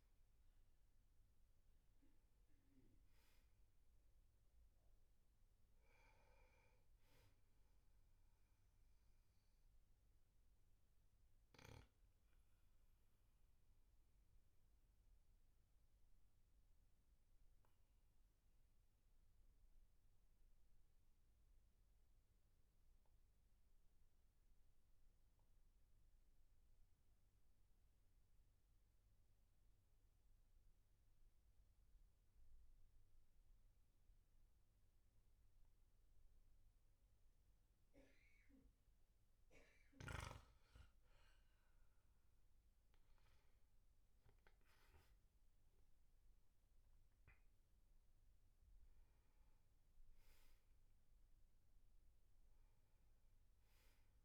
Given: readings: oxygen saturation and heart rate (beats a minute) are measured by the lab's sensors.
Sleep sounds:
breathing in sleep, hard to hear, by a room microphone; 1
7.50-26.50 s: oxygen desaturation (device-marked, oxygen 98% before, 95% lowest, heart rate 48 before, 42 extreme)
9.50-41.00 s: obstructive apnea (oxygen 99% before, 95% lowest, heart rate 48 before, 42 extreme, up 14 after)
44.50-48.50 s: arousal
From the record:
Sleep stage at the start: N2 (light sleep); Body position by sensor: on the back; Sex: male

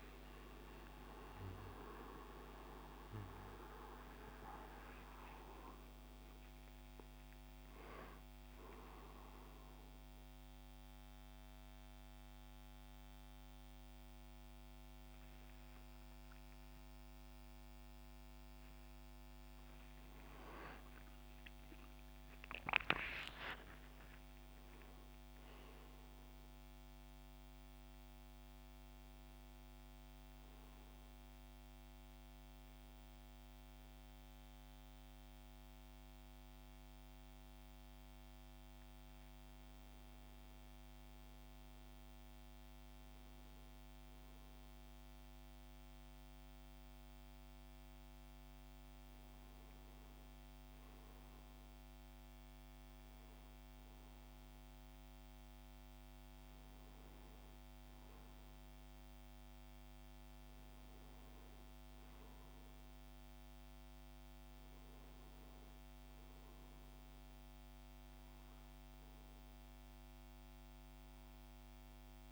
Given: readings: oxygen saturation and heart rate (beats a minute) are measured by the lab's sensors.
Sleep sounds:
a person partly awake in a sleep study, by a microphone on the trachea; none
25.50-72.32 s: new sleep stage, N2 (light sleep)
From the record:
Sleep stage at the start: awake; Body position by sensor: on the right side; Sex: male

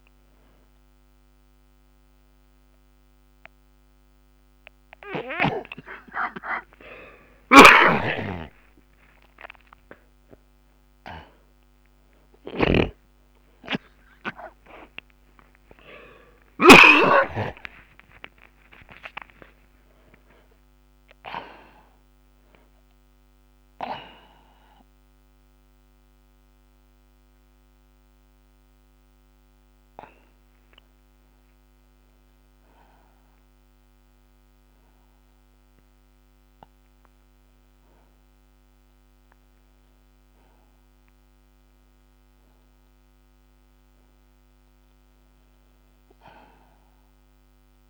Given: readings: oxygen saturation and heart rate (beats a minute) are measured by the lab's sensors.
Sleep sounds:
breathing in sleep by a microphone on the trachea; 1
7.50-17.50 s: snoring (device-marked)
17.00-21.00 s: arousal
26.50-39.00 s: hypopnea (oxygen 91% before, 75% lowest)
From the record:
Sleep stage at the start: N2 (light sleep); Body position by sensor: on the back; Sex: male

